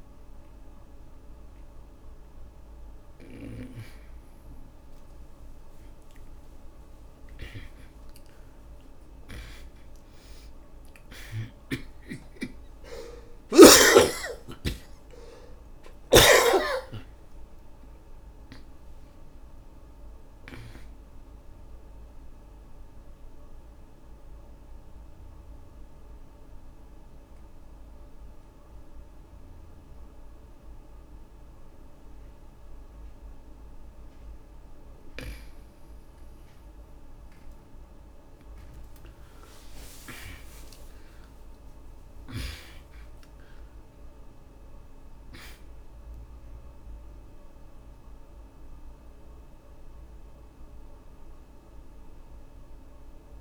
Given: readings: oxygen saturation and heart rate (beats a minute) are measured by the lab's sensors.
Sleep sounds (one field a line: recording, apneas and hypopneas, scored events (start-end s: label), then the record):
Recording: a person partly awake in a sleep study, by a room microphone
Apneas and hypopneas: 1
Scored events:
17.50-53.41 s: new sleep stage, N2 (light sleep)
22.50-38.50 s: oxygen desaturation (device-marked, oxygen 97% before, 88% lowest, heart rate 80 before, 57 extreme)
23.50-38.50 s: obstructive apnea (oxygen 97% before, 72% lowest, heart rate 81 before, 57 extreme, up 10 after)
39.50-43.00 s: arousal
44.50-53.41 s: oxygen desaturation (device-marked, oxygen 98% before, 81% lowest, heart rate 66 before, 56 extreme)
From the record:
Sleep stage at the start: awake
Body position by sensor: on the back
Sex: male